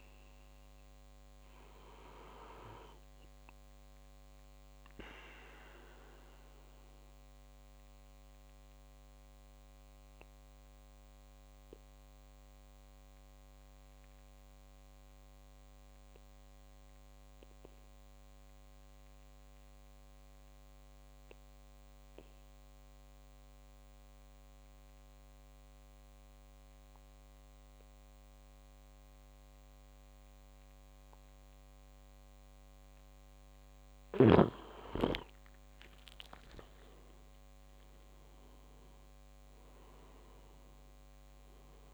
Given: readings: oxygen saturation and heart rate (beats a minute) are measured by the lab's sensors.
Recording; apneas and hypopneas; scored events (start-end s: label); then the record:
breathing in sleep by a microphone on the trachea; 1
0.00-17.00 s: oxygen desaturation (device-marked, oxygen 89% lowest)
5.50-32.50 s: obstructive apnea (oxygen 96% before, 89% lowest)
33.00-41.94 s: oxygen desaturation (device-marked, oxygen 98% before, 89% lowest)
33.50-37.00 s: arousal
36.00-37.00 s: leg movement (device-marked)
From the record:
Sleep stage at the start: N2 (light sleep); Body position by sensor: on the back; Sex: male